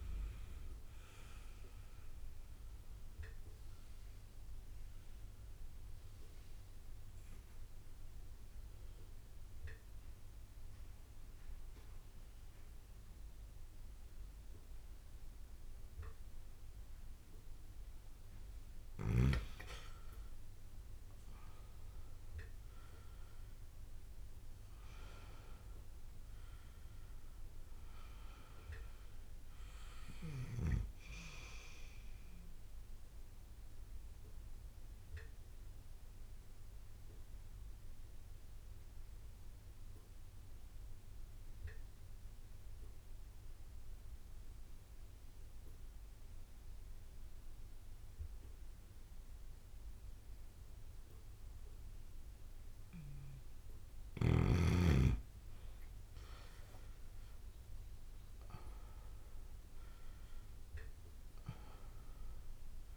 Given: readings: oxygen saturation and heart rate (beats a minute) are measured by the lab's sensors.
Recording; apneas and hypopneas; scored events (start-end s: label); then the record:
breathing in sleep by a room microphone; 2
0.00-8.00 s: oxygen desaturation (device-marked, oxygen 91% lowest)
2.00-18.50 s: obstructive apnea (oxygen 98% before, 92% lowest)
20.00-24.50 s: arousal
24.00-42.00 s: oxygen desaturation (device-marked, oxygen 99% before, 94% lowest)
33.50-53.00 s: obstructive apnea (oxygen 99% before, 92% lowest)
55.00-59.00 s: arousal
55.00-62.97 s: oxygen desaturation (device-marked, oxygen 99% before, 93% lowest)
From the record:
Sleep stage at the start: N2 (light sleep); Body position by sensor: on the back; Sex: male